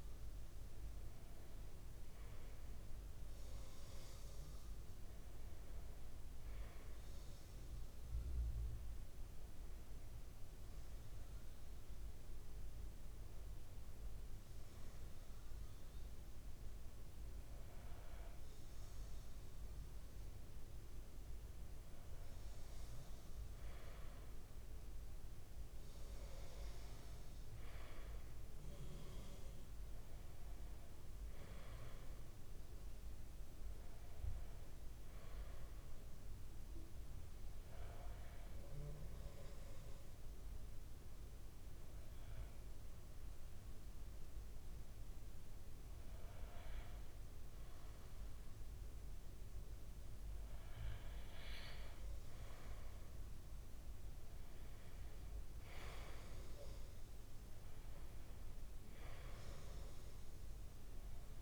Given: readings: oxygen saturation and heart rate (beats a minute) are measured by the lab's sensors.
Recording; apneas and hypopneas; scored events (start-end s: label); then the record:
breathing in sleep, hard to hear, by a room microphone; 1
29.50-33.00 s: arousal
31.50-61.42 s: new sleep stage, N2 (light sleep)
35.00-49.00 s: obstructive apnea (oxygen 96% before, 95% lowest)
52.50-56.00 s: arousal
From the record:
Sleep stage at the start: N1 (lightest sleep); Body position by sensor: on the back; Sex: male